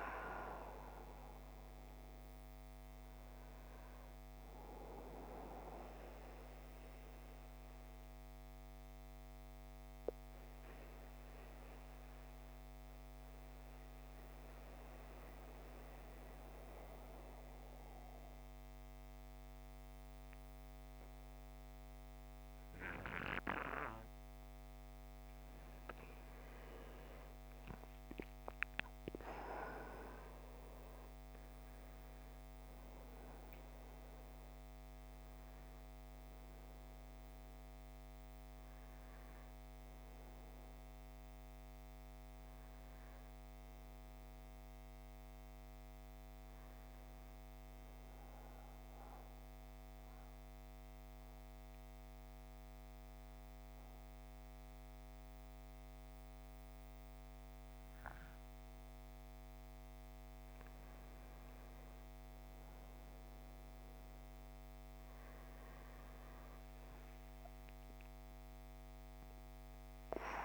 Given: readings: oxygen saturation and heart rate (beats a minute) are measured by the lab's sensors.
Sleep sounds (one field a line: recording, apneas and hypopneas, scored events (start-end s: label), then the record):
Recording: breathing in sleep by a microphone on the trachea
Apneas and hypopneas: 2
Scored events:
0.00-15.50 s: oxygen desaturation (device-marked, oxygen 91% lowest, heart rate 54 extreme)
5.50-24.00 s: mixed apnea (oxygen 96% before, 87% lowest, heart rate 67 before, 54 extreme, up 14 after)
25.50-29.50 s: arousal
31.50-49.50 s: oxygen desaturation (device-marked, oxygen 97% before, 87% lowest, heart rate 57 before, 53 extreme)
47.50-60.50 s: mixed apnea (oxygen 98% before, 90% lowest, heart rate 66 before, 53 extreme, up 8 after)
65.50-70.45 s: arousal
From the record:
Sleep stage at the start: N2 (light sleep)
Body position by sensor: on the back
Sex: male